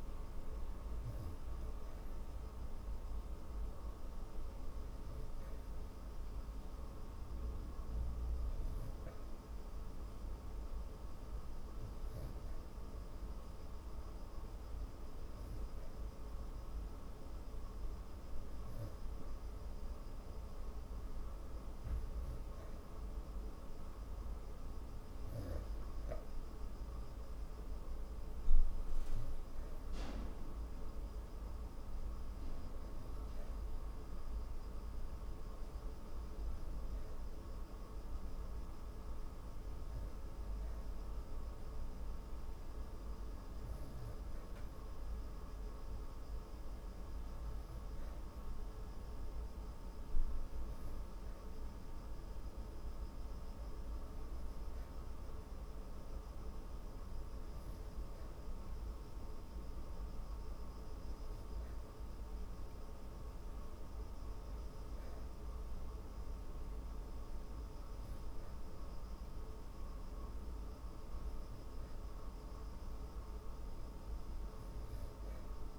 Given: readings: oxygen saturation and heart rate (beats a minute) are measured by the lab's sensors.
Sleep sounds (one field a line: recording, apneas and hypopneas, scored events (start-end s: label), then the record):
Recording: breathing in sleep, hard to hear, by a room microphone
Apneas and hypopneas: none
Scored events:
none scored
From the record:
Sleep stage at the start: N3 (deep sleep)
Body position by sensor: on the back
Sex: female